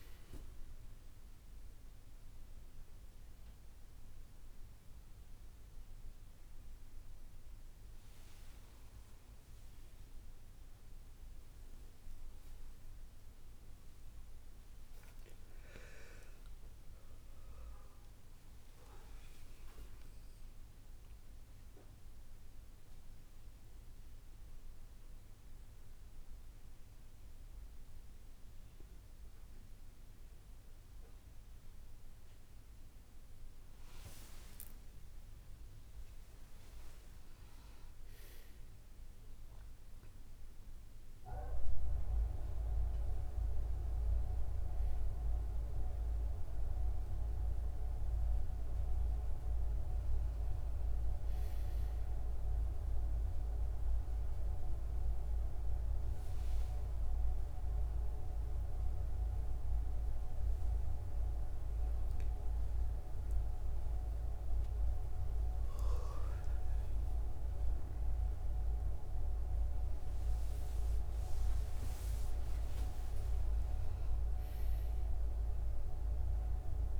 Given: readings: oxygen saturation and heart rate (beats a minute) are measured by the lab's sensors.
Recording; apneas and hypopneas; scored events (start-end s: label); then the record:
a person awake in a sleep study, by a room microphone; none
49.50-77.00 s: new sleep stage, N1 (lightest sleep)
From the record:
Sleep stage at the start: awake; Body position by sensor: on the back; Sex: female